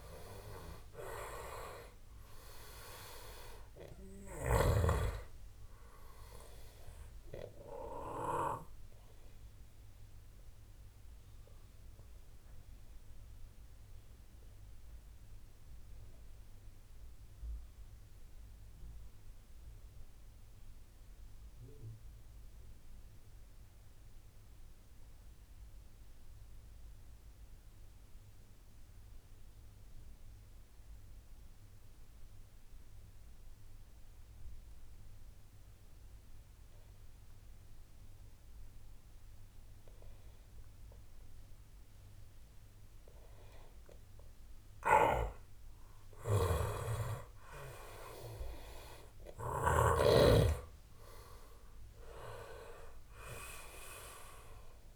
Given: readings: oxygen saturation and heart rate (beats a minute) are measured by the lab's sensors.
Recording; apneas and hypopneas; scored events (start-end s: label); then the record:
breathing in sleep by a room microphone; 1
0.00-2.50 s: arousal
0.00-32.50 s: oxygen desaturation (device-marked, oxygen 87% lowest)
10.00-43.00 s: obstructive apnea (oxygen 98% before, 87% lowest)
43.50-54.96 s: oxygen desaturation (device-marked, oxygen 98% before, 89% lowest)
44.50-50.00 s: snoring (device-marked)
47.00-51.00 s: arousal
From the record:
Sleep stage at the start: N2 (light sleep); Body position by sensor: on the back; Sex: male